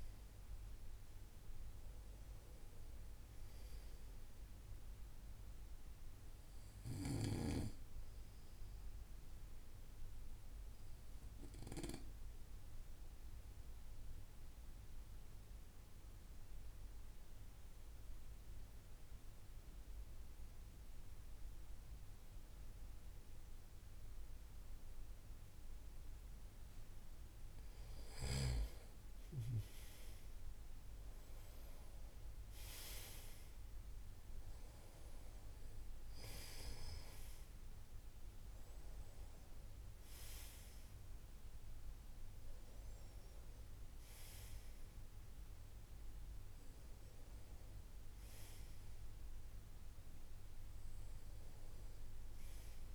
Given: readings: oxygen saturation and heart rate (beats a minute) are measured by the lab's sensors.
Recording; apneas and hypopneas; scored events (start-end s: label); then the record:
breathing in sleep by a room microphone; 1
8.50-26.00 s: obstructive apnea (oxygen 95% before, 90% lowest, heart rate 59 before, 55 extreme, up 12 after)
29.00-33.50 s: arousal
31.00-52.95 s: oxygen desaturation (device-marked, oxygen 95% before, 90% lowest, heart rate 61 before, 54 extreme)
From the record:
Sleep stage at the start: N2 (light sleep); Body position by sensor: on the right side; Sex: male